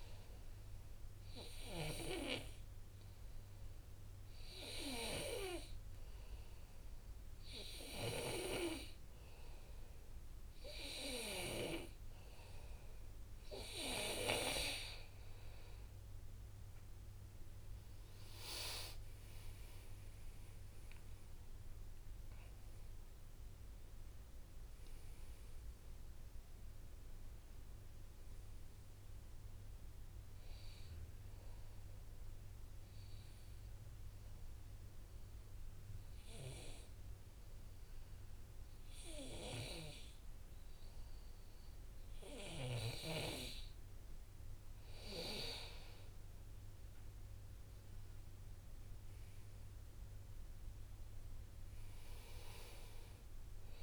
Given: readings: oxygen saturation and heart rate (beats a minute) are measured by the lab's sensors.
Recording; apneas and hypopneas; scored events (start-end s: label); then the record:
breathing in sleep by a room microphone; 2
0.50-9.50 s: oxygen desaturation (device-marked, oxygen 99% before, 95% lowest, heart rate 65 before, 58 extreme)
1.50-13.50 s: obstructive apnea (oxygen 99% before, 93% lowest, heart rate 65 before, 58 extreme, up 9 after)
17.00-22.50 s: arousal
17.50-31.50 s: oxygen desaturation (device-marked, oxygen 96% before, 93% lowest, heart rate 61 before, 60 extreme)
31.00-44.50 s: obstructive apnea (oxygen 97% before, 93% lowest, heart rate 63 before, 63 extreme, up 1 after)
47.00-52.00 s: arousal
From the record:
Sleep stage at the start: N2 (light sleep); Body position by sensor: on the back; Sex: male